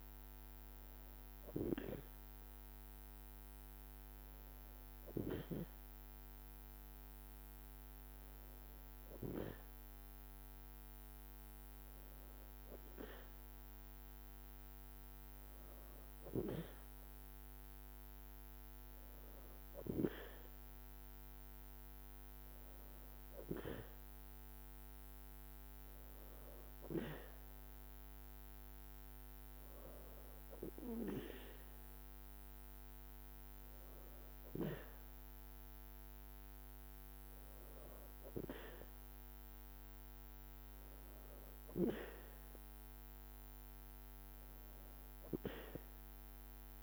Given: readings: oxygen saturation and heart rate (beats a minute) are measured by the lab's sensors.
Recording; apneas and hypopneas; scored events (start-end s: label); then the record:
breathing in sleep by a microphone on the trachea; none
none scored
From the record:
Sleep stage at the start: N2 (light sleep); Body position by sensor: on the back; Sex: female